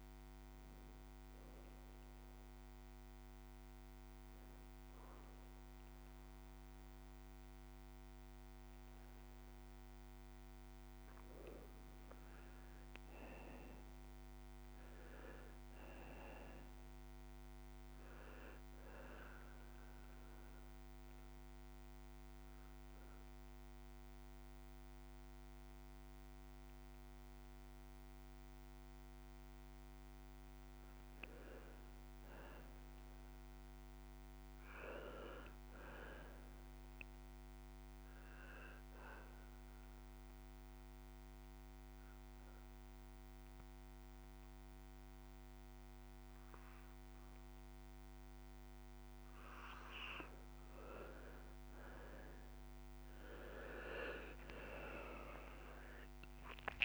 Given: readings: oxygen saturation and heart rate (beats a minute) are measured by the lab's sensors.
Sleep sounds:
breathing in sleep by a microphone on the trachea; 3
0.50-11.00 s: obstructive apnea (oxygen 95% before, 90% lowest, heart rate 95 before, 58 extreme, up 35 after)
12.50-16.00 s: arousal
13.00-27.00 s: oxygen desaturation (device-marked, oxygen 95% before, 90% lowest, heart rate 98 before, 58 extreme)
19.00-29.50 s: obstructive apnea (oxygen 95% before, 90% lowest, heart rate 103 before, 58 extreme, up 40 after)
31.00-34.00 s: arousal
37.00-49.00 s: obstructive apnea (oxygen 97% before, 91% lowest, heart rate 90 before, 55 extreme, up 24 after)
38.00-46.00 s: oxygen desaturation (device-marked, oxygen 97% before, 92% lowest, heart rate 90 before, 55 extreme)
52.00-56.85 s: arousal
54.00-56.85 s: oxygen desaturation (device-marked, oxygen 95% before, 91% lowest, heart rate 101 before, 27 extreme)
From the record:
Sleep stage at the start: N2 (light sleep); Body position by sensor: on the right side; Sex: male

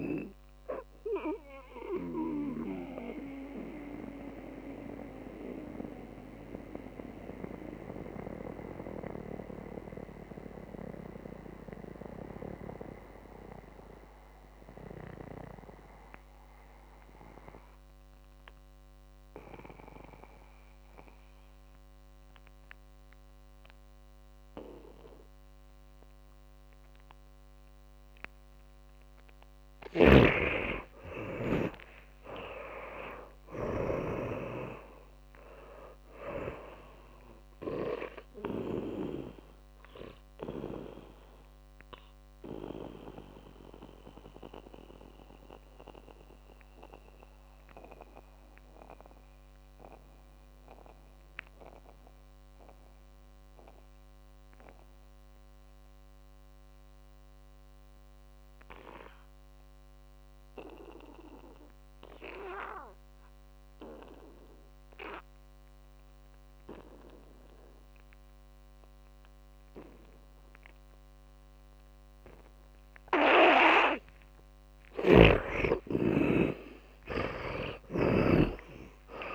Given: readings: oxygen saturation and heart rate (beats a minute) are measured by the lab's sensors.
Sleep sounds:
breathing in sleep by a microphone on the trachea; 2
0.00-1.00 s: oxygen desaturation (device-marked, oxygen 92% lowest, heart rate 60 extreme)
2.00-29.50 s: mixed apnea (oxygen 100% before, 83% lowest, heart rate 90 before, 53 extreme, up 18 after)
3.00-20.00 s: oxygen desaturation (device-marked, oxygen 94% before, 83% lowest, heart rate 91 before, 53 extreme)
30.00-33.00 s: arousal
30.00-34.50 s: snoring (device-marked)
34.00-64.00 s: oxygen desaturation (device-marked, oxygen 100% before, 83% lowest, heart rate 61 before, 52 extreme)
39.50-74.00 s: mixed apnea (oxygen 100% before, 80% lowest, heart rate 62 before, 52 extreme, up 23 after)
73.00-79.35 s: oxygen desaturation (device-marked, oxygen 100% before, 88% lowest, heart rate 58 before, 54 extreme)
75.00-79.35 s: snoring (device-marked)
75.50-79.35 s: arousal
From the record:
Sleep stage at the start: N2 (light sleep); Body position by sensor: on the back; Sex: male

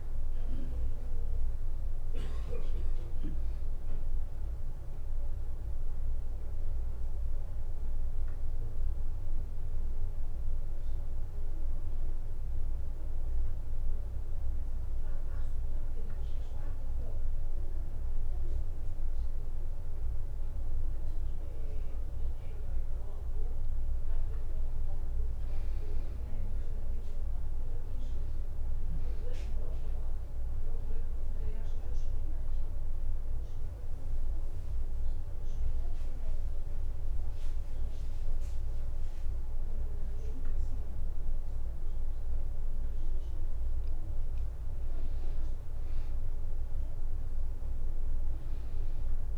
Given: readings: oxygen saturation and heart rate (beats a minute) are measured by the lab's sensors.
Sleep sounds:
breathing in sleep, hard to hear, by a room microphone; 2
0.00-8.00 s: oxygen desaturation (device-marked, oxygen 93% lowest, heart rate 61 extreme)
0.00-13.00 s: drop in pulse transit time (device-marked, heart rate 64 extreme)
5.50-18.00 s: obstructive apnea (oxygen 97% before, 91% lowest, heart rate 68 before, 61 extreme, up 2 after)
8.50-10.50 s: long interval between heartbeats (device-marked, heart rate 69 before, 70 extreme)
24.00-28.00 s: arousal
32.00-43.00 s: oxygen desaturation (device-marked, oxygen 99% before, 93% lowest, heart rate 66 before, 61 extreme)
32.50-43.50 s: obstructive apnea (oxygen 99% before, 91% lowest, heart rate 66 before, 61 extreme, up 13 after)
45.50-49.38 s: arousal
From the record:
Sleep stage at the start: N2 (light sleep); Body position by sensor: on the back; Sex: female

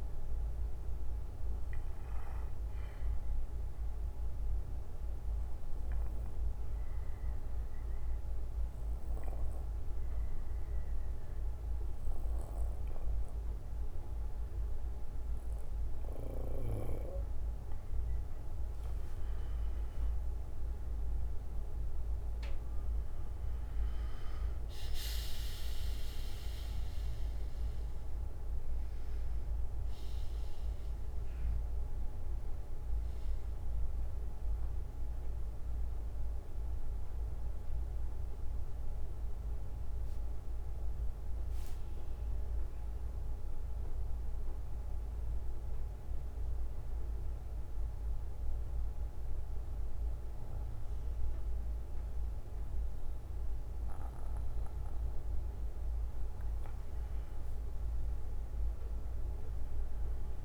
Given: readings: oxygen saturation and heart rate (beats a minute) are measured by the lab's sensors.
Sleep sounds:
breathing in sleep, hard to hear, by a room microphone; 2
1.00-15.00 s: bradycardia (device-marked, heart rate 60 before, 54 extreme)
2.50-17.50 s: obstructive apnea (oxygen 96% before, 93% lowest, heart rate 60 before, 46 extreme, up 11 after)
3.00-15.00 s: oxygen desaturation (device-marked, oxygen 96% before, 93% lowest, heart rate 61 before, 52 extreme)
23.00-29.00 s: arousal
31.00-43.00 s: bradycardia (device-marked, heart rate 60 before, 46 extreme)
45.00-51.00 s: bradycardia (device-marked, heart rate 60 before, 58 extreme)
45.00-55.50 s: central apnea (oxygen 96% before, 92% lowest, heart rate 60 before, 55 extreme, up 15 after)
From the record:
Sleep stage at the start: N2 (light sleep); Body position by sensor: on the back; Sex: male

